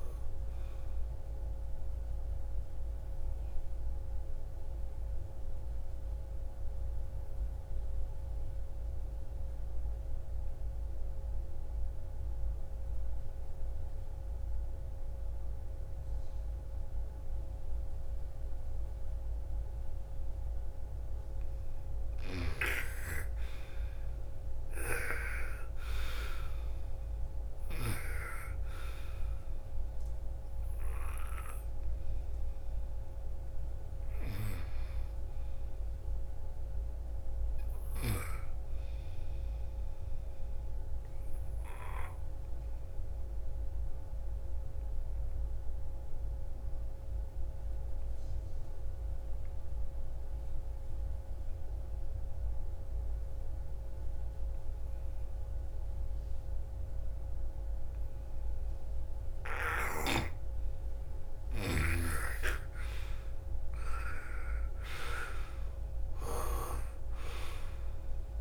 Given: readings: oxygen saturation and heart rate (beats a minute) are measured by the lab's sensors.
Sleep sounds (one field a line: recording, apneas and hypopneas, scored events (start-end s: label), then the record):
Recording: breathing in sleep by a room microphone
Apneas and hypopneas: 2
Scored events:
0.50-11.50 s: oxygen desaturation (device-marked, oxygen 99% before, 92% lowest, heart rate 61 before, 46 extreme)
1.50-20.50 s: obstructive apnea (oxygen 99% before, 83% lowest, heart rate 62 before, 46 extreme, up 4 after)
20.50-42.50 s: oxygen desaturation (device-marked, oxygen 99% before, 88% lowest, heart rate 58 before, 40 extreme)
23.00-26.50 s: arousal
43.50-60.00 s: obstructive apnea (oxygen 99% before, 83% lowest, heart rate 61 before, 40 extreme, up 32 after)
56.50-68.41 s: oxygen desaturation (device-marked, oxygen 97% before, 83% lowest, heart rate 56 before, 47 extreme)
62.00-66.50 s: arousal
From the record:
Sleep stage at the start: N2 (light sleep)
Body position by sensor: on the front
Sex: female